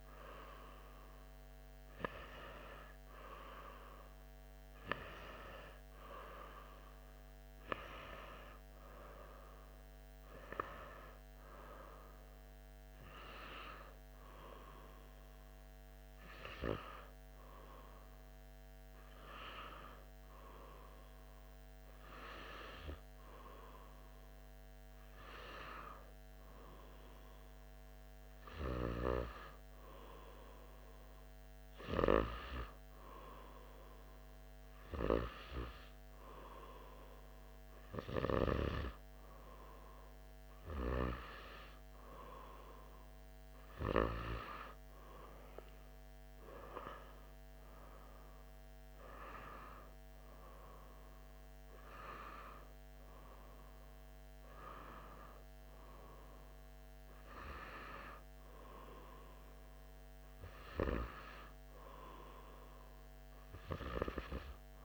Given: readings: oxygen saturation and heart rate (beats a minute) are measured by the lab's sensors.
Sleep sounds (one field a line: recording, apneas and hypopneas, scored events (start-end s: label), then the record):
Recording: breathing in sleep by a microphone on the trachea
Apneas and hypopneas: none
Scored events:
none scored
From the record:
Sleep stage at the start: N1 (lightest sleep)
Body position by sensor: on the right side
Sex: male